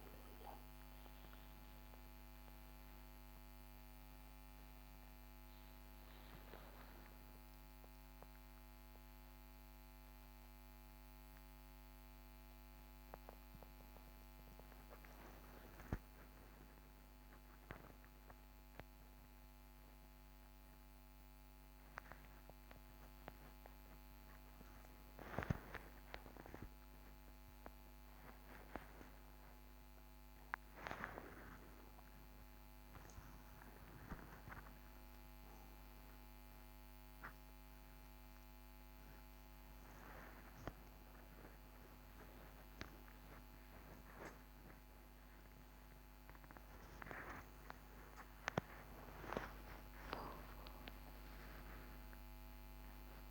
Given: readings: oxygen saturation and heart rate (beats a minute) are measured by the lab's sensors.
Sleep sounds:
a person awake in a sleep study, by a microphone on the trachea; none
37.50-53.31 s: oxygen desaturation (device-marked, oxygen 98% before, 95% lowest, heart rate 89 before, 89 extreme)
From the record:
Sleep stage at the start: awake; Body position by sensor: upright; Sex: male

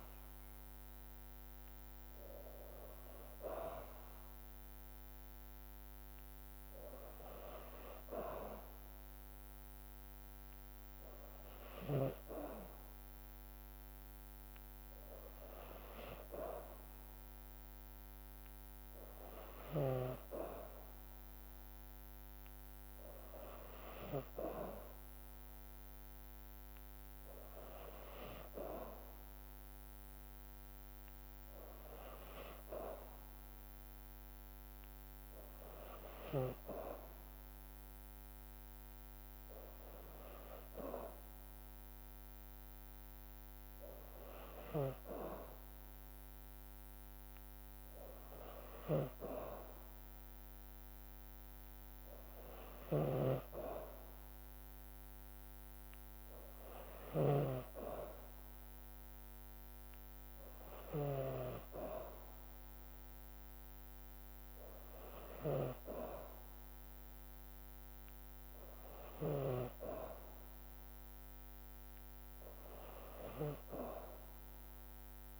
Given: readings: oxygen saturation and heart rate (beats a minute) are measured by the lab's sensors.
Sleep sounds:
breathing in sleep by a microphone on the trachea; none
52.50-61.00 s: snoring (device-marked)
From the record:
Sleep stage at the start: N2 (light sleep); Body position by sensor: on the back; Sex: female

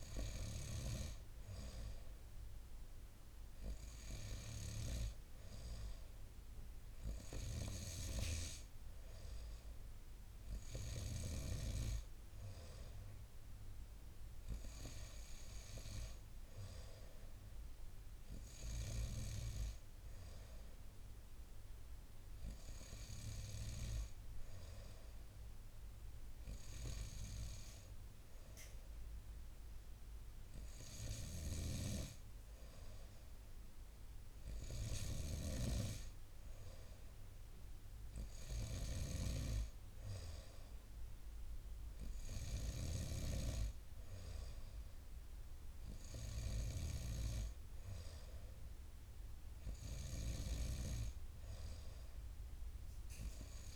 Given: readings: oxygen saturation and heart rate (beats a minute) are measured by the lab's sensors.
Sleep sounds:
breathing in sleep by a room microphone; none
none scored
From the record:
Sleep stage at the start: N2 (light sleep); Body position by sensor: upright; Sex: male

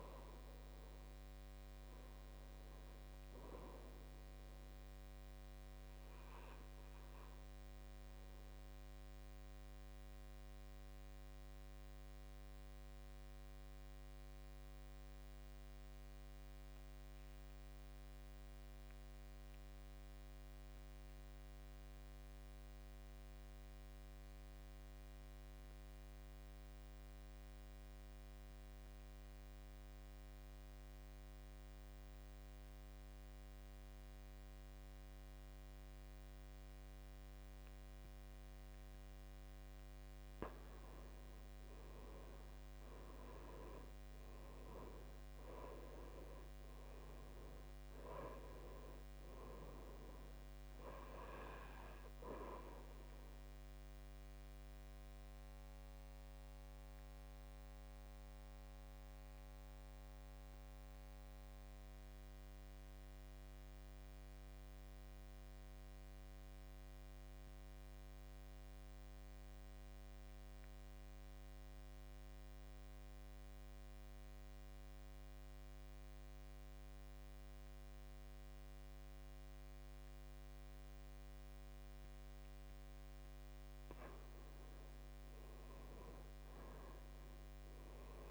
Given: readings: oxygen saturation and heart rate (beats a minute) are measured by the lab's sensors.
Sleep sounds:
breathing in sleep, hard to hear, by a microphone on the trachea; 2
0.00-11.00 s: oxygen desaturation (device-marked, oxygen 80% lowest, heart rate 46 extreme)
7.50-40.50 s: obstructive apnea (oxygen 97% before, 82% lowest, heart rate 58 before, 50 extreme, up 11 after)
31.00-71.00 s: oxygen desaturation (device-marked, oxygen 99% before, 82% lowest, heart rate 52 before, 52 extreme)
42.50-47.00 s: arousal
54.50-83.50 s: obstructive apnea (oxygen 98% before, 82% lowest, heart rate 63 before, 52 extreme, up 10 after)
85.00-88.31 s: arousal
From the record:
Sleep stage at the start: N2 (light sleep); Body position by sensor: on the back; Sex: male

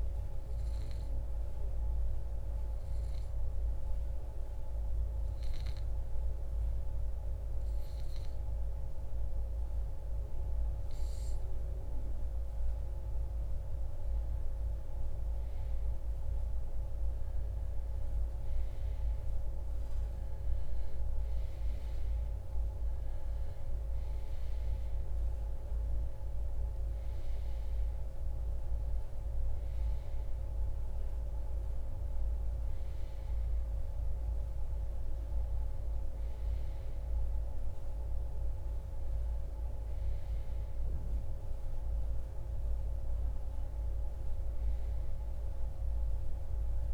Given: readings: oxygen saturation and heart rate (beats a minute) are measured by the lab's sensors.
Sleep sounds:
breathing in sleep, hard to hear, by a room microphone; 1
0.00-22.00 s: oxygen desaturation (device-marked, oxygen 89% lowest, heart rate 63 extreme)
1.50-13.00 s: obstructive apnea (oxygen 97% before, 87% lowest, heart rate 65 before, 63 extreme, up 2 after)
15.00-19.50 s: arousal
41.00-46.94 s: oxygen desaturation (device-marked, oxygen 92% before, 87% lowest, heart rate 76 before, 55 extreme)
From the record:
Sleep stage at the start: REM sleep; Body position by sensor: on the right side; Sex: male

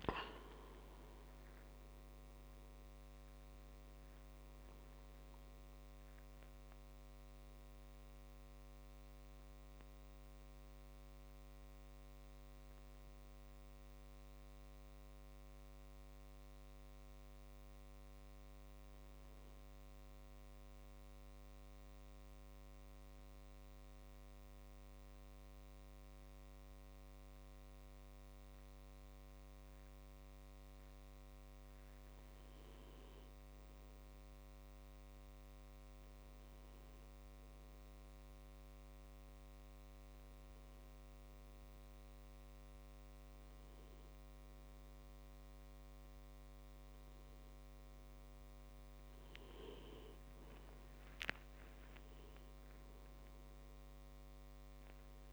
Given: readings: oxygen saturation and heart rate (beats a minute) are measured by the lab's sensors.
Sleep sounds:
breathing in sleep, hard to hear, by a microphone on the trachea; 1
16.00-19.00 s: arousal
22.50-33.00 s: central apnea (oxygen 98% before, 94% lowest)
36.50-40.00 s: arousal
41.50-55.33 s: oxygen desaturation (device-marked, oxygen 98% before, 94% lowest)
From the record:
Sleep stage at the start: N1 (lightest sleep); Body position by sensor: on the back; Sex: male

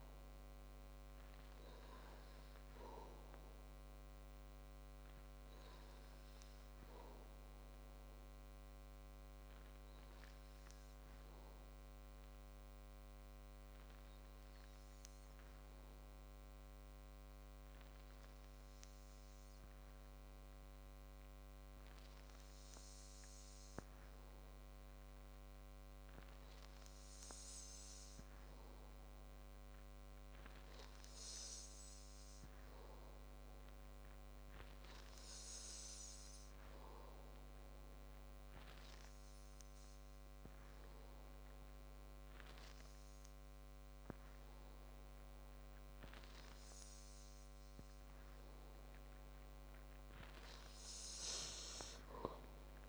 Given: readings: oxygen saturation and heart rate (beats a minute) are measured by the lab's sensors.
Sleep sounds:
breathing in sleep, hard to hear, by a microphone on the trachea; 1
4.00-46.50 s: hypopnea (oxygen 97% before, 94% lowest, heart rate 69 before, 52 extreme, up 3 after)
49.00-51.50 s: arousal
From the record:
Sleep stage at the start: N2 (light sleep); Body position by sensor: on the back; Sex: male

